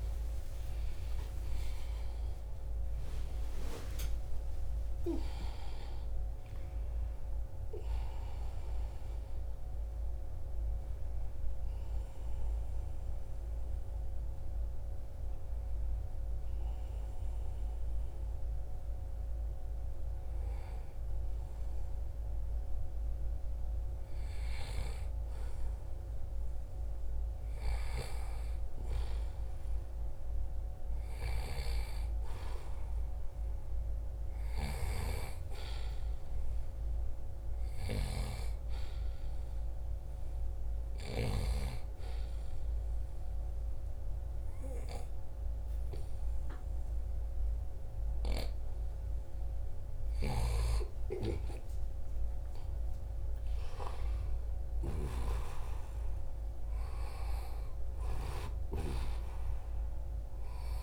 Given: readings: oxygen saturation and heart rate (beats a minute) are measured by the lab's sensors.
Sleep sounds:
a person partly awake in a sleep study, by a room microphone; 1
0.00-2.00 s: long interval between heartbeats (device-marked, heart rate 100 before, 147 extreme)
15.00-60.83 s: new sleep stage, N1 (lightest sleep)
30.00-44.00 s: oxygen desaturation (device-marked, oxygen 95% before, 92% lowest, heart rate 80 before, 78 extreme)
39.00-49.50 s: hypopnea (oxygen 96% before, 90% lowest, heart rate 78 before, 78 extreme, up 3 after)
50.00-55.00 s: snoring (device-marked)
51.50-57.50 s: arousal
56.00-60.83 s: oxygen desaturation (device-marked, oxygen 93% before, 90% lowest, heart rate 80 before, 78 extreme)
From the record:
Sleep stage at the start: awake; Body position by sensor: on the right side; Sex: male

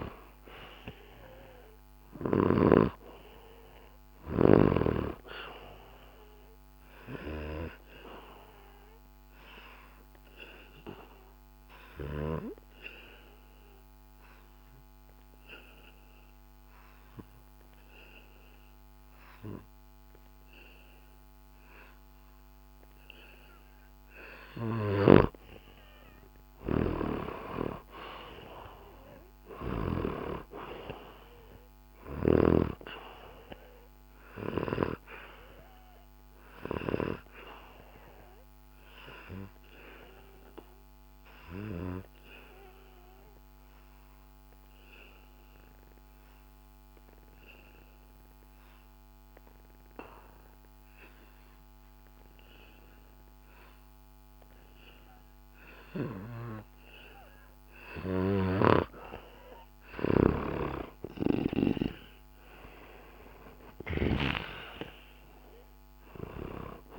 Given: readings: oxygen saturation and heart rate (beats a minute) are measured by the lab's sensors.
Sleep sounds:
breathing in sleep by a microphone on the trachea; 2
0.00-2.00 s: arousal
0.00-2.50 s: snoring (device-marked)
2.50-20.50 s: oxygen desaturation (device-marked, oxygen 97% before, 91% lowest, heart rate 66 before, 66 extreme)
7.00-24.50 s: obstructive apnea (oxygen 97% before, 88% lowest, heart rate 66 before, 66 extreme, up 0 after)
24.50-30.00 s: snoring (device-marked)
27.00-30.50 s: arousal
34.50-51.50 s: oxygen desaturation (device-marked, oxygen 95% before, 90% lowest, heart rate 67 before, 65 extreme)
35.00-57.50 s: obstructive apnea (oxygen 95% before, 88% lowest, heart rate 67 before, 65 extreme, up 0 after)
59.00-63.00 s: arousal
60.00-66.98 s: snoring (device-marked)
65.50-66.98 s: oxygen desaturation (device-marked, oxygen 95% before, 88% lowest, heart rate 68 before, 65 extreme)
From the record:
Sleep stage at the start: N2 (light sleep); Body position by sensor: on the back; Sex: male

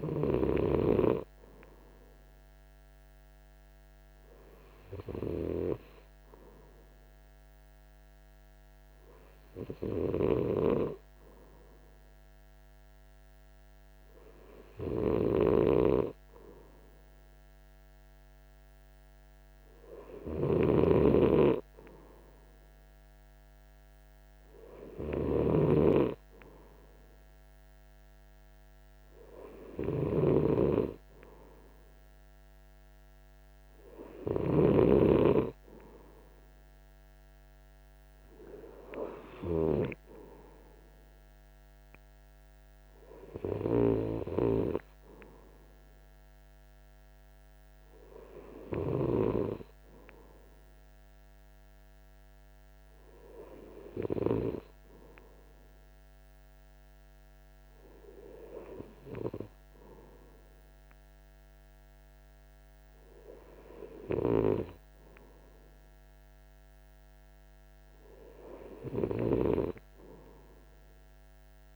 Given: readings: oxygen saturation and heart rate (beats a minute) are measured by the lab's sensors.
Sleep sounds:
breathing in sleep by a microphone on the trachea; none
none scored
From the record:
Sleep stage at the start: N2 (light sleep); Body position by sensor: on the right side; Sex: male

